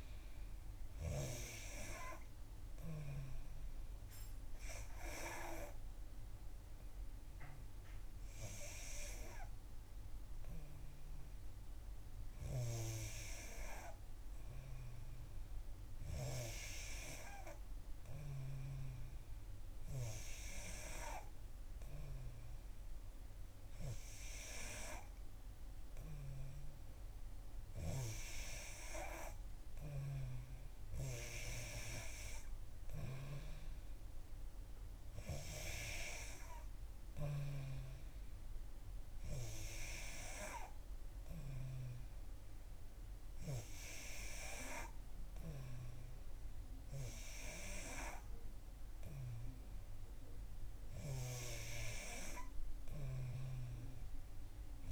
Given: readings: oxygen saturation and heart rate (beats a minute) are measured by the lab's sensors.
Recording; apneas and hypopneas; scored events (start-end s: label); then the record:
breathing in sleep by a room microphone; none
none scored
From the record:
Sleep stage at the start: N3 (deep sleep); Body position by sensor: on the back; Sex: female